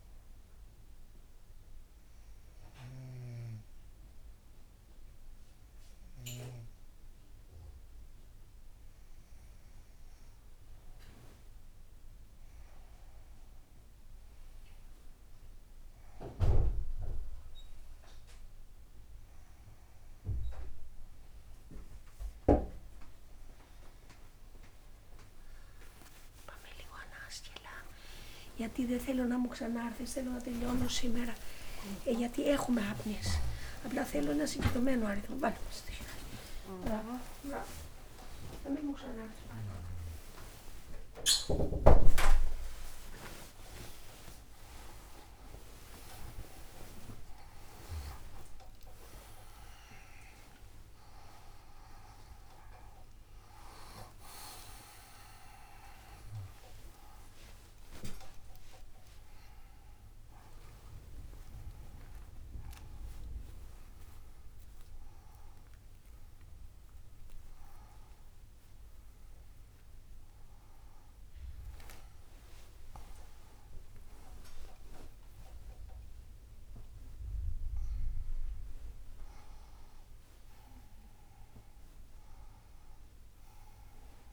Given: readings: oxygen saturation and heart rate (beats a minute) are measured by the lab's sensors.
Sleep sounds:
a person awake in a sleep study, by a room microphone; none
3.00-6.50 s: snoring (device-marked)
18.50-84.33 s: new sleep stage, awake
33.00-35.00 s: long interval between heartbeats (device-marked, heart rate 71 before, 86 extreme)
35.00-37.00 s: long interval between heartbeats (device-marked, heart rate 72 before, 99 extreme)
38.00-40.00 s: long interval between heartbeats (device-marked, heart rate 77 before, 119 extreme)
40.50-42.50 s: long interval between heartbeats (device-marked, heart rate 84 before, 125 extreme)
46.00-48.00 s: long interval between heartbeats (device-marked, heart rate 98 before, 116 extreme)
48.00-50.00 s: long interval between heartbeats (device-marked, heart rate 103 before, 137 extreme)
52.50-54.50 s: long interval between heartbeats (device-marked, heart rate 119 before, 114 extreme)
55.50-57.50 s: long interval between heartbeats (device-marked, heart rate 124 before, 144 extreme)
60.50-62.50 s: long interval between heartbeats (device-marked, heart rate 130 before, 100 extreme)
62.50-64.50 s: long interval between heartbeats (device-marked, heart rate 128 before, 109 extreme)
66.00-68.00 s: long interval between heartbeats (device-marked, heart rate 128 before, 116 extreme)
75.50-77.50 s: long interval between heartbeats (device-marked, heart rate 116 before, 94 extreme)
78.50-83.50 s: oxygen desaturation (device-marked, oxygen 99% before, 96% lowest, heart rate 109 before, 80 extreme)
80.00-82.00 s: long interval between heartbeats (device-marked, heart rate 107 before, 108 extreme)
From the record:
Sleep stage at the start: N2 (light sleep); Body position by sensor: on the back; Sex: female

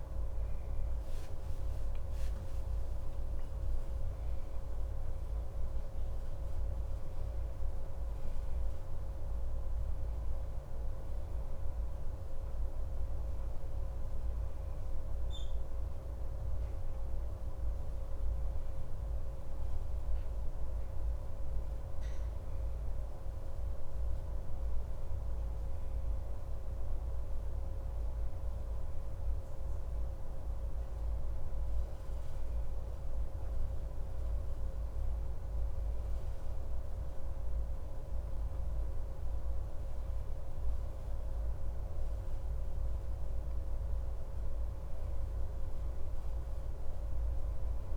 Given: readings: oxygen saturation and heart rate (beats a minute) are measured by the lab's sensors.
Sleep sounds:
a person awake in a sleep study, hard to hear, by a room microphone; none
none scored
From the record:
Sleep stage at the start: awake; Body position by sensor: on the back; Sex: male

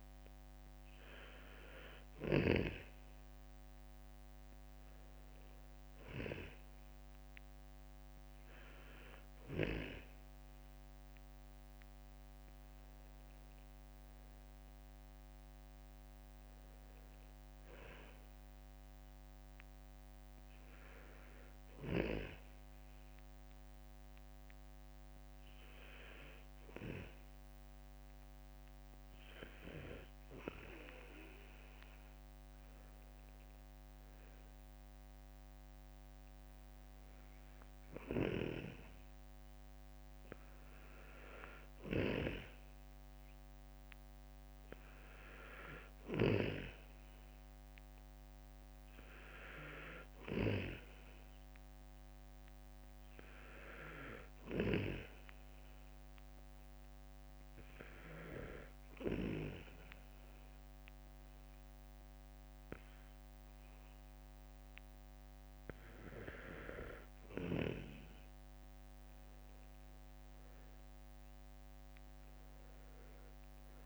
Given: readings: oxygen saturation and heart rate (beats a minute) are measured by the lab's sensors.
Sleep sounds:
breathing in sleep by a microphone on the trachea; 1
57.00-69.00 s: obstructive apnea (oxygen 93% before, 91% lowest, heart rate 64 before, 59 extreme, up 7 after)
71.50-73.85 s: arousal
From the record:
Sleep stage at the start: N2 (light sleep); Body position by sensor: on the right side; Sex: male

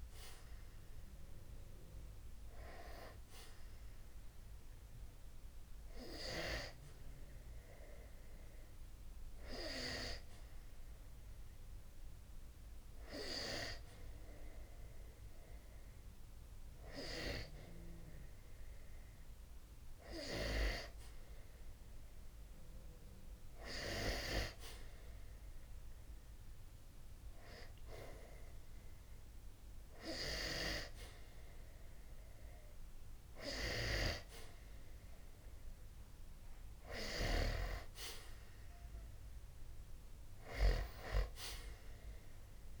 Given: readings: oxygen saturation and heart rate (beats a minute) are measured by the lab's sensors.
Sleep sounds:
breathing in sleep by a room microphone; 1
3.50-8.00 s: arousal
11.50-21.50 s: hypopnea (oxygen 94% before, 91% lowest, heart rate 65 before, 60 extreme, up 9 after)
22.50-37.50 s: oxygen desaturation (device-marked, oxygen 94% before, 91% lowest, heart rate 66 before, 60 extreme)
24.00-27.50 s: arousal
From the record:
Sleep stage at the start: N2 (light sleep); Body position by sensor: on the back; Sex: male

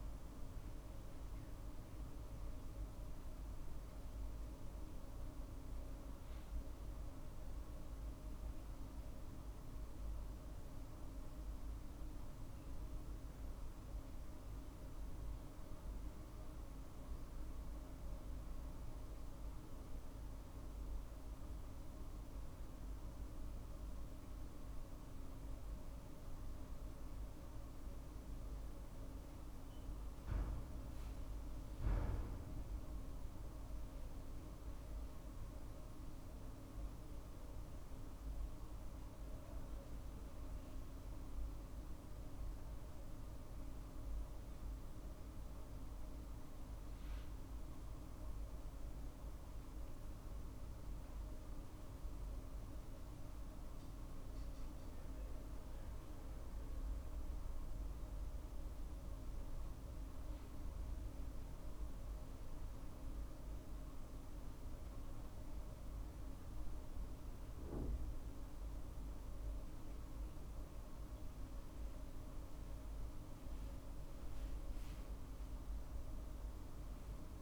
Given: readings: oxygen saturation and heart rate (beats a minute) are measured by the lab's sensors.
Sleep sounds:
a person awake in a sleep study, hard to hear, by a room microphone; none
none scored
From the record:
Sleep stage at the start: awake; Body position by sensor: on the right side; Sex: male

